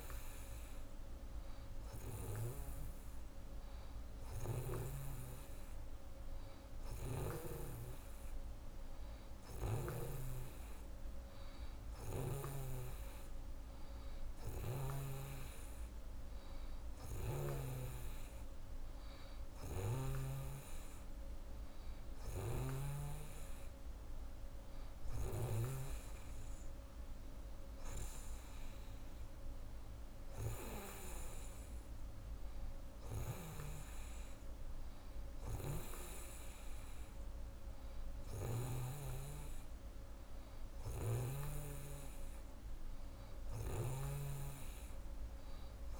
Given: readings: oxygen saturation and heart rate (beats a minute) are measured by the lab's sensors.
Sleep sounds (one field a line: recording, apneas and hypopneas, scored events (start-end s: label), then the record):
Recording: breathing in sleep by a room microphone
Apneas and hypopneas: none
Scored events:
9.50-17.50 s: snoring (device-marked)
22.00-25.50 s: snoring (device-marked)
33.00-38.50 s: snoring (device-marked)
40.50-46.00 s: snoring (device-marked)
From the record:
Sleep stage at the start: N2 (light sleep)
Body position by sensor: on the right side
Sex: female